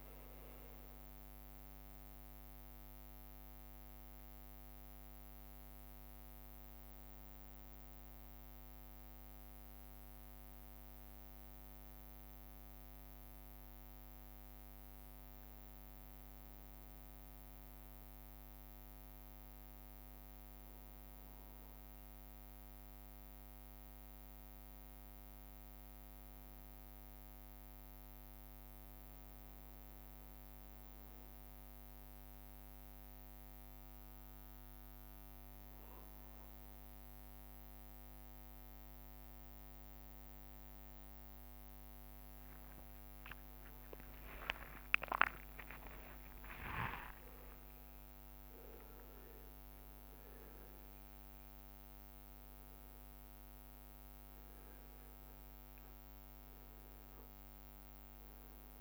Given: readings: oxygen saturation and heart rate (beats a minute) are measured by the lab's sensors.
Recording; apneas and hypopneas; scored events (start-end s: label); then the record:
a person awake in a sleep study, hard to hear, by a microphone on the trachea; none
0.00-3.50 s: leg movement (device-marked)
18.00-21.00 s: leg movement (device-marked)
43.00-49.00 s: tachycardia (device-marked, heart rate 71 before, 142 extreme)
43.00-50.50 s: leg movement (device-marked)
43.50-45.50 s: long interval between heartbeats (device-marked, heart rate 63 before, 71 extreme)
46.00-56.00 s: drop in pulse transit time (device-marked, heart rate 65 before, 64 extreme)
46.50-48.50 s: long interval between heartbeats (device-marked, heart rate 65 before, 112 extreme)
From the record:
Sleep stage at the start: awake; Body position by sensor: on the back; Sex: male